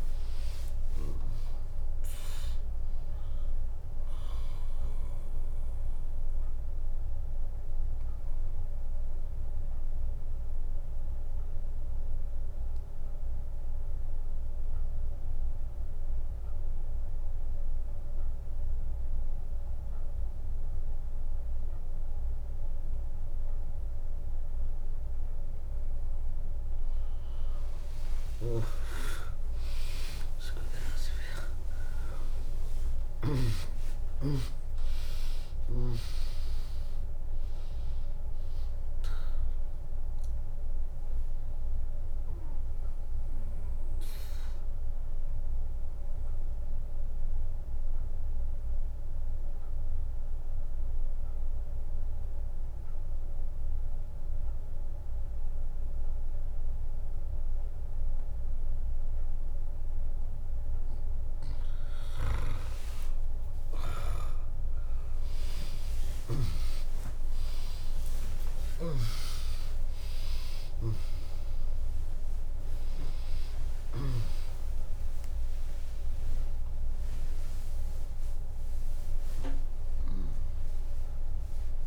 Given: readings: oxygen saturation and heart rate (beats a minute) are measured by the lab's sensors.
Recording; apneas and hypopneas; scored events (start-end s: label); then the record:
breathing in sleep by a room microphone; 2
0.00-10.00 s: drop in pulse transit time (device-marked, heart rate 64 extreme)
5.00-25.00 s: obstructive apnea (oxygen 100% before, 95% lowest, heart rate 71 before, 57 extreme, up 4 after)
16.00-27.00 s: bradycardia (device-marked, heart rate 73 before, 58 extreme)
27.00-33.00 s: arousal
31.00-43.00 s: drop in pulse transit time (device-marked, heart rate 65 before, 60 extreme)
32.00-54.00 s: oxygen desaturation (device-marked, oxygen 100% before, 95% lowest, heart rate 64 before, 57 extreme)
44.00-60.00 s: obstructive apnea (oxygen 100% before, 95% lowest, heart rate 71 before, 57 extreme, up 10 after)
58.00-62.00 s: bradycardia (device-marked, heart rate 73 before, 59 extreme)
64.00-81.87 s: new sleep stage, awake
66.00-79.00 s: tachycardia (device-marked, heart rate 73 before, 126 extreme)
67.00-81.87 s: drop in pulse transit time (device-marked, heart rate 72 before, 76 extreme)
69.00-71.00 s: long interval between heartbeats (device-marked, heart rate 72 before, 112 extreme)
69.00-81.87 s: oxygen desaturation (device-marked, oxygen 100% before, 95% lowest, heart rate 72 before, 57 extreme)
78.50-80.50 s: long interval between heartbeats (device-marked, heart rate 91 before, 126 extreme)
From the record:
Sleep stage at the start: N2 (light sleep); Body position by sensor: on the back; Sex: female